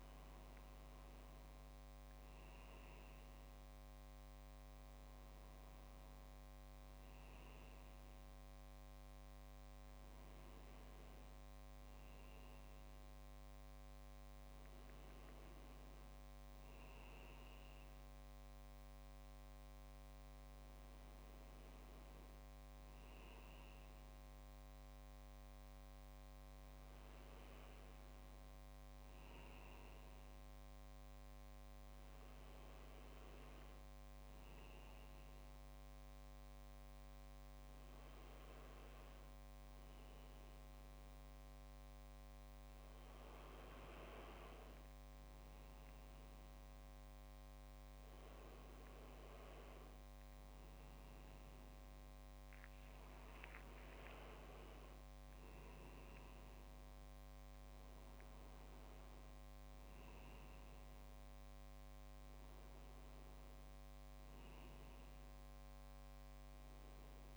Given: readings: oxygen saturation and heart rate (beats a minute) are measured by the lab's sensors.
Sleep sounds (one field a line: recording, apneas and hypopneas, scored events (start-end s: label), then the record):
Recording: breathing in sleep, hard to hear, by a microphone on the trachea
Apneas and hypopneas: 1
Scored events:
28.00-67.37 s: new sleep stage, N2 (light sleep)
31.00-44.50 s: hypopnea (oxygen 98% before, 95% lowest)
48.50-53.00 s: arousal
From the record:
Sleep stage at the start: N1 (lightest sleep)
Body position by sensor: on the back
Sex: male